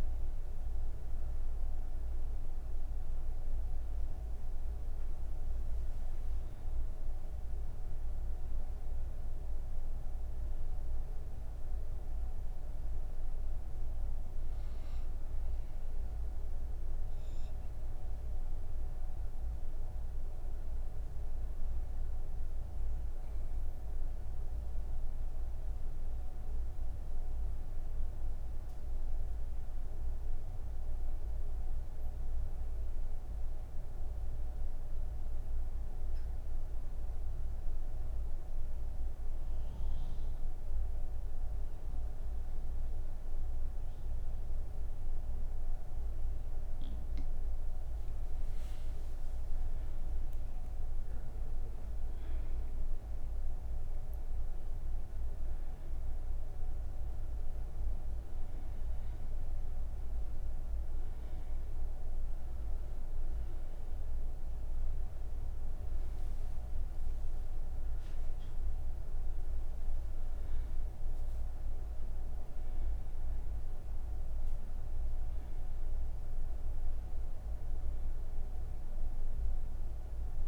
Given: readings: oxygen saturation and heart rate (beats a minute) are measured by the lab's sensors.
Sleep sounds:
breathing in sleep, hard to hear, by a room microphone; none
4.00-28.00 s: oxygen desaturation (device-marked, oxygen 95% before, 89% lowest)
49.00-60.00 s: oxygen desaturation (device-marked, oxygen 98% before, 95% lowest)
73.00-80.48 s: oxygen desaturation (device-marked, oxygen 96% before, 90% lowest)
From the record:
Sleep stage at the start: N3 (deep sleep); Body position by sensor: on the right side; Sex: female

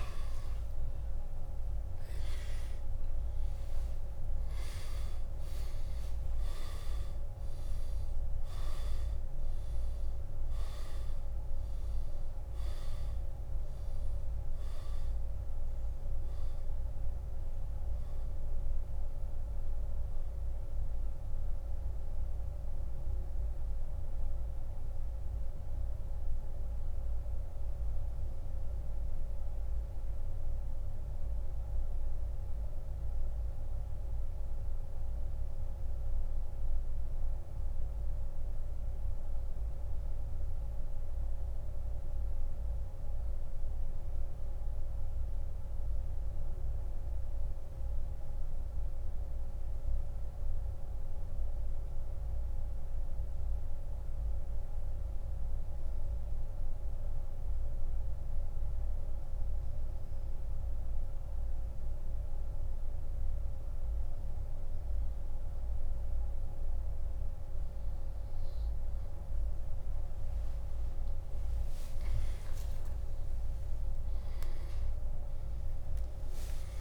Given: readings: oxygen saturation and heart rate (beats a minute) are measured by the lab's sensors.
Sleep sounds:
breathing in sleep, hard to hear, by a room microphone; 1
0.00-5.00 s: arousal
0.00-15.50 s: oxygen desaturation (device-marked, oxygen 90% lowest, heart rate 38 extreme)
25.00-65.50 s: mixed apnea (oxygen 95% before, 85% lowest, heart rate 51 before, 47 extreme, up 12 after)
35.50-59.50 s: oxygen desaturation (device-marked, oxygen 92% before, 85% lowest, heart rate 69 before, 47 extreme)
72.00-76.50 s: arousal
From the record:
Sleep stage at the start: N2 (light sleep); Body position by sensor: on the back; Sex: male

